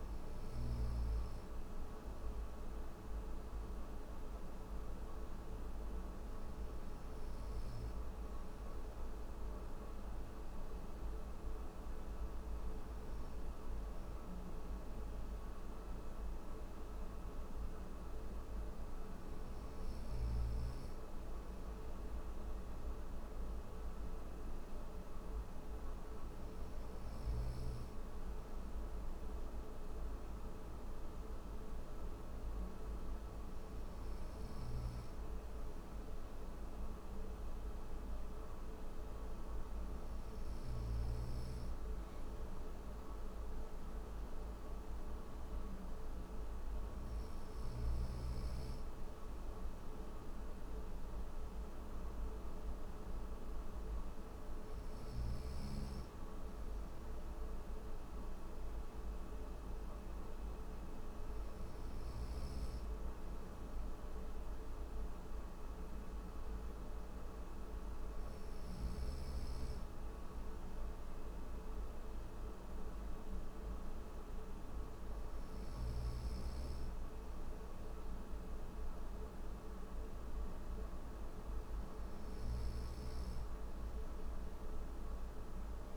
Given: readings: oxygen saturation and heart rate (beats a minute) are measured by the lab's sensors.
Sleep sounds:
breathing in sleep, hard to hear, by a room microphone; none
7.50-85.97 s: new sleep stage, N3 (deep sleep)
33.50-40.00 s: snoring (device-marked)
From the record:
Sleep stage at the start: N1 (lightest sleep); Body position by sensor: on the right side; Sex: male

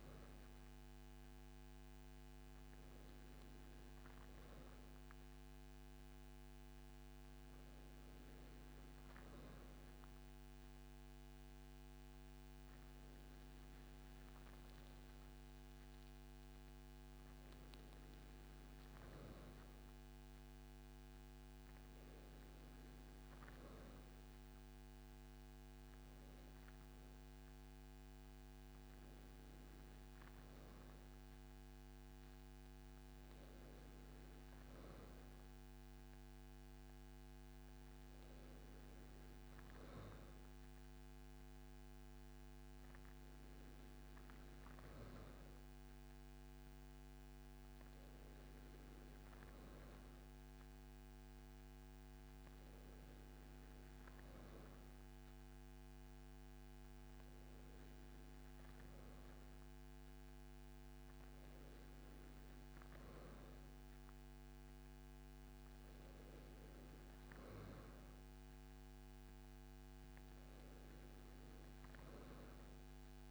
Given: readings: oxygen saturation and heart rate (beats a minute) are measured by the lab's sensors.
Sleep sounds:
breathing in sleep, hard to hear, by a microphone on the trachea; none
none scored
From the record:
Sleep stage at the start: N2 (light sleep); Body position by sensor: on the right side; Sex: male

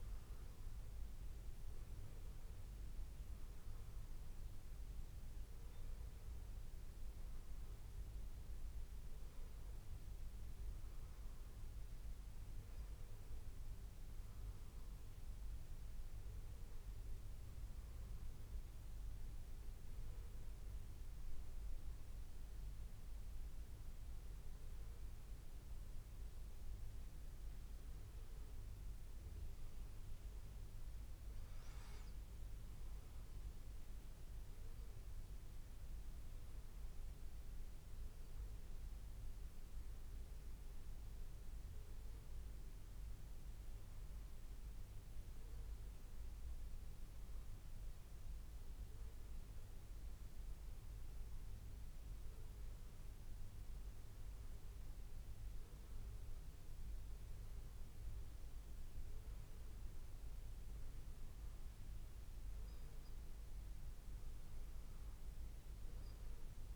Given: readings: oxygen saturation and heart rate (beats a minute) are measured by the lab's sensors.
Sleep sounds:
breathing in sleep, hard to hear, by a room microphone; none
none scored
From the record:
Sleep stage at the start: N2 (light sleep); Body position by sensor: on the back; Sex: male

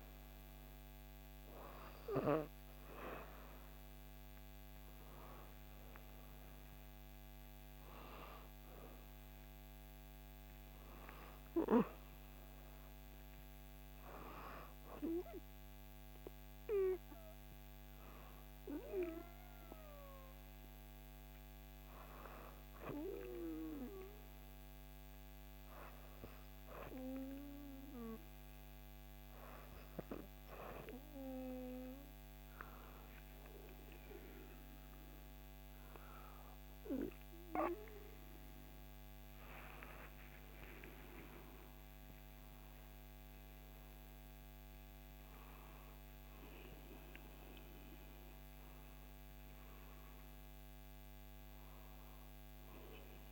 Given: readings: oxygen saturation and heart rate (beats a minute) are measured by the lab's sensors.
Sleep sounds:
breathing in sleep by a microphone on the trachea; 1
10.50-14.50 s: arousal
20.00-31.50 s: hypopnea (oxygen 95% before, 92% lowest, heart rate 67 before, 64 extreme, up 4 after)
39.00-44.00 s: arousal
From the record:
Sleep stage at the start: N2 (light sleep); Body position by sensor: on the back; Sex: female

